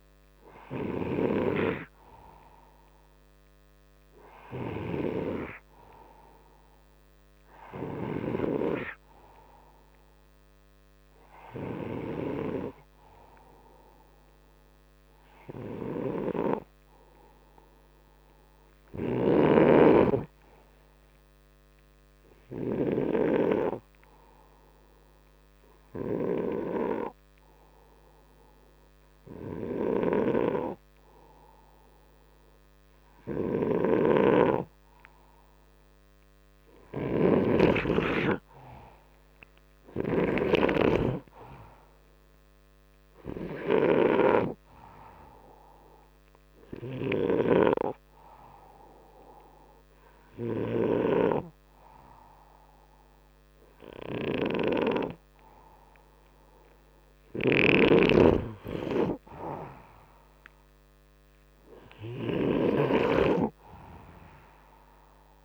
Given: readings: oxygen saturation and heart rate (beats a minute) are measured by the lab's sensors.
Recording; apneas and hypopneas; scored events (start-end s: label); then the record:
breathing in sleep by a microphone on the trachea; none
0.00-1.00 s: snoring (device-marked)
33.00-51.00 s: snoring (device-marked)
57.00-65.45 s: snoring (device-marked)
From the record:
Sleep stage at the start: N2 (light sleep); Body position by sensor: upright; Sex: male